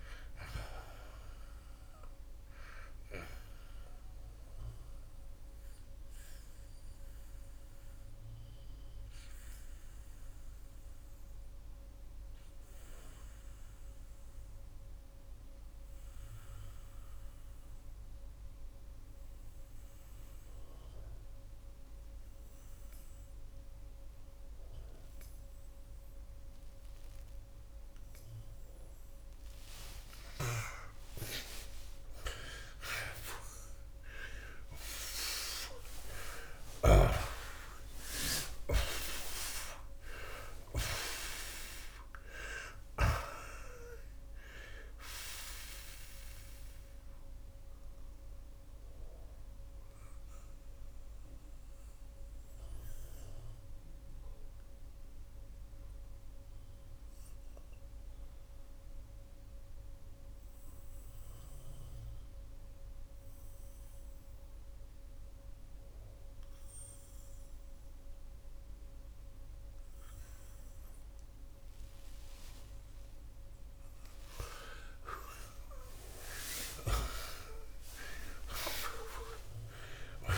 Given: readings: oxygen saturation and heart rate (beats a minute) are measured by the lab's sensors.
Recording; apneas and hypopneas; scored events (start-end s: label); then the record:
breathing in sleep by a room microphone; 2
0.00-31.50 s: oxygen desaturation (device-marked, oxygen 76% lowest)
4.00-29.50 s: obstructive apnea (oxygen 94% before, 76% lowest)
32.00-37.50 s: arousal
38.50-77.50 s: oxygen desaturation (device-marked, oxygen 94% before, 78% lowest)
47.00-73.50 s: mixed apnea (oxygen 94% before, 78% lowest)
76.00-80.38 s: arousal
From the record:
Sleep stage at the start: N2 (light sleep); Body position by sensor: on the back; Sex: male